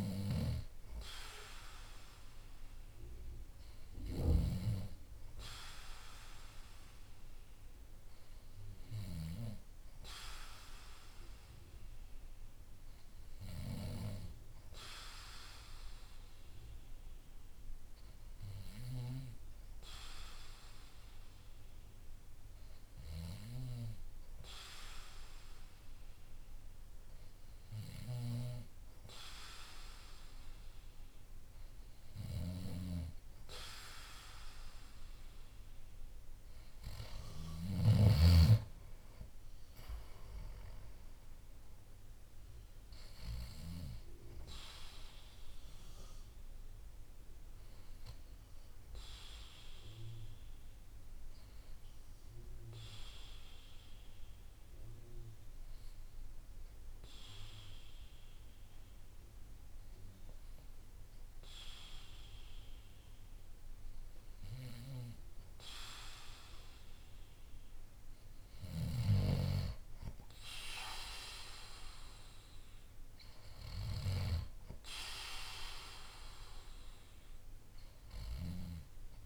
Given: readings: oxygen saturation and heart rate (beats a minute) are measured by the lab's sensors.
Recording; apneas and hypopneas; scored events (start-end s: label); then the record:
breathing in sleep by a room microphone; 1
48.50-62.50 s: obstructive apnea (oxygen 95% before, 93% lowest, heart rate 52 before, 46 extreme, up 6 after)
64.50-69.00 s: arousal
From the record:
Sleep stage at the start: N2 (light sleep); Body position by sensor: on the back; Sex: male